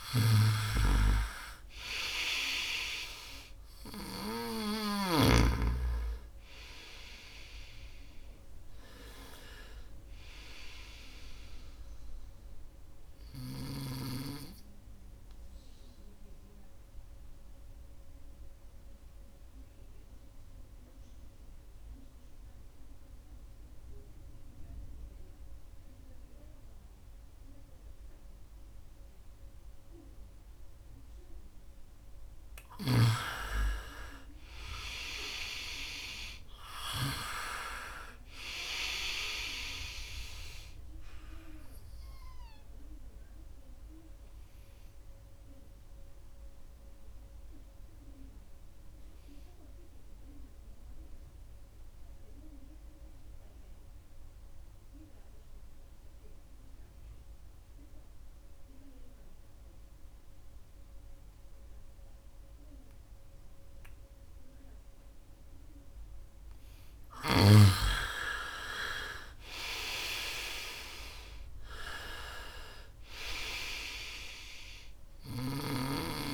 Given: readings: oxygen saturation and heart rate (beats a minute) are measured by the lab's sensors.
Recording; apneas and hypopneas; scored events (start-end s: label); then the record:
breathing in sleep by a room microphone; 2
0.00-1.50 s: arousal
0.00-5.00 s: snoring (device-marked)
3.00-25.00 s: oxygen desaturation (device-marked, oxygen 97% before, 87% lowest, heart rate 68 before, 68 extreme)
14.00-32.50 s: obstructive apnea (oxygen 98% before, 87% lowest, heart rate 71 before, 65 extreme, up 2 after)
34.00-38.50 s: arousal
36.00-54.00 s: oxygen desaturation (device-marked, oxygen 98% before, 90% lowest, heart rate 70 before, 65 extreme)
43.00-65.50 s: obstructive apnea (oxygen 98% before, 88% lowest, heart rate 71 before, 63 extreme, up 10 after)
65.00-76.34 s: oxygen desaturation (device-marked, oxygen 98% before, 88% lowest, heart rate 68 before, 63 extreme)
67.00-71.50 s: arousal
From the record:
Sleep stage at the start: N2 (light sleep); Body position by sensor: on the right side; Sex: male